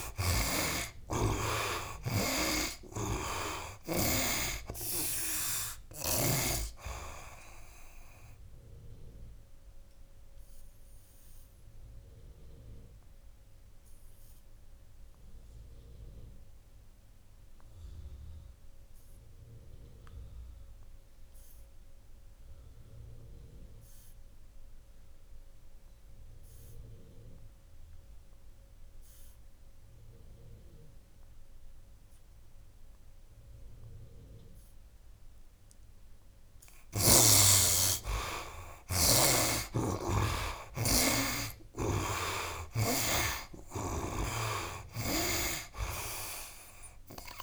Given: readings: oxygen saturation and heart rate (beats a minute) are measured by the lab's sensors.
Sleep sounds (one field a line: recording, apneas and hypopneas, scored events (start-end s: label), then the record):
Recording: breathing in sleep by a room microphone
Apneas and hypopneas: 1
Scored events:
0.00-2.50 s: arousal
0.00-27.00 s: oxygen desaturation (device-marked, oxygen 55% lowest, heart rate 68 extreme)
0.50-4.00 s: snoring (device-marked)
8.00-35.50 s: obstructive apnea (oxygen 86% before, 55% lowest, heart rate 81 before, 67 extreme, up 16 after)
29.00-47.43 s: oxygen desaturation (device-marked, oxygen 95% before, 61% lowest, heart rate 74 before, 65 extreme)
37.50-42.50 s: arousal
41.50-45.00 s: snoring (device-marked)
From the record:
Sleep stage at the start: N2 (light sleep)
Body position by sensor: on the right side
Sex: male